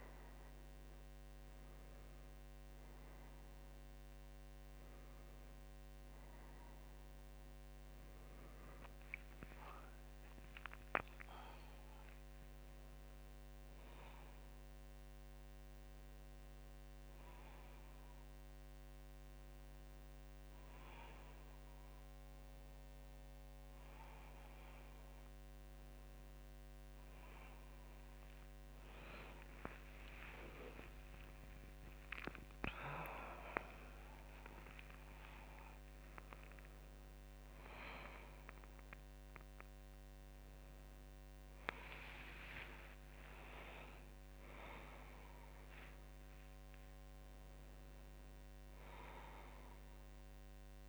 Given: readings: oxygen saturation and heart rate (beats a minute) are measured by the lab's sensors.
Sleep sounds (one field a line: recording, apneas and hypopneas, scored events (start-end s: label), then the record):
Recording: a person awake in a sleep study, by a microphone on the trachea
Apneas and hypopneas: none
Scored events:
23.50-50.89 s: new sleep stage, awake
From the record:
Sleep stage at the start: N2 (light sleep)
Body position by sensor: on the back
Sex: female